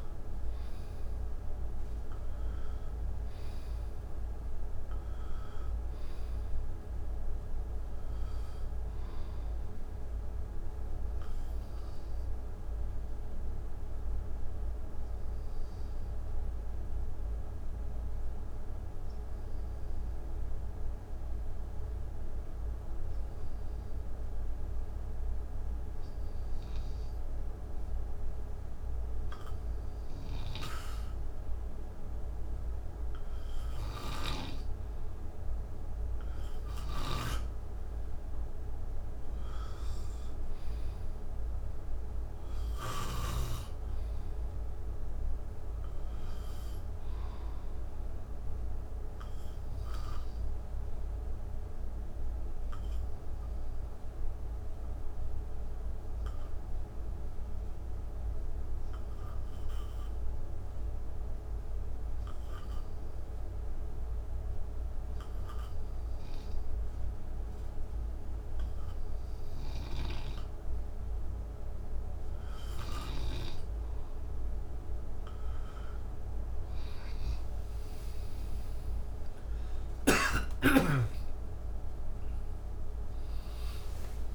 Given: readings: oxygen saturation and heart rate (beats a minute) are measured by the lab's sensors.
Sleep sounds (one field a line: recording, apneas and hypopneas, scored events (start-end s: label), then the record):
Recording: breathing in sleep, hard to hear, by a room microphone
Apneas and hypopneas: 2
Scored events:
0.00-2.00 s: arousal
5.50-23.50 s: oxygen desaturation (device-marked, oxygen 95% before, 91% lowest, heart rate 60 before, 55 extreme)
13.50-29.00 s: obstructive apnea (oxygen 95% before, 91% lowest, heart rate 61 before, 55 extreme, up 8 after)
32.00-36.50 s: arousal
33.50-43.00 s: snoring (device-marked)
36.50-51.50 s: oxygen desaturation (device-marked, oxygen 96% before, 91% lowest, heart rate 60 before, 55 extreme)
52.00-70.50 s: obstructive apnea (oxygen 97% before, 90% lowest, heart rate 61 before, 57 extreme, up 18 after)
71.50-84.34 s: oxygen desaturation (device-marked, oxygen 96% before, 91% lowest, heart rate 58 before, 54 extreme)
From the record:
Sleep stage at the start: N2 (light sleep)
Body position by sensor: on the right side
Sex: male